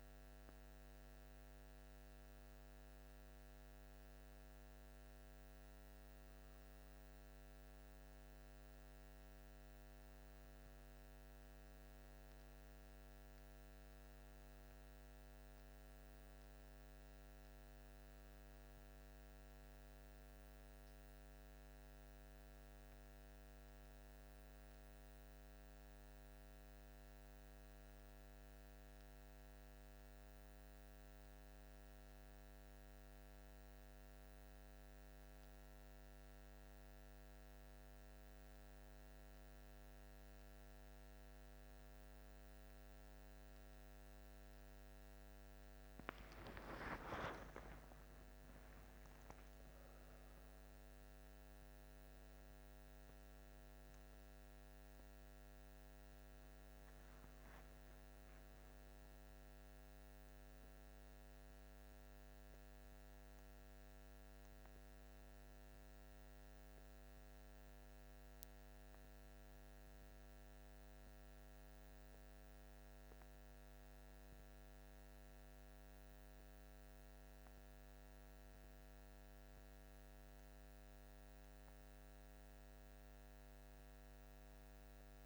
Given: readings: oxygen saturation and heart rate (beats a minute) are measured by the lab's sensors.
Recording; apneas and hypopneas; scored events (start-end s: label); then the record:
breathing in sleep, hard to hear, by a microphone on the trachea; none
46.50-51.50 s: arousal
From the record:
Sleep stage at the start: N1 (lightest sleep); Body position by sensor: on the back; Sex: male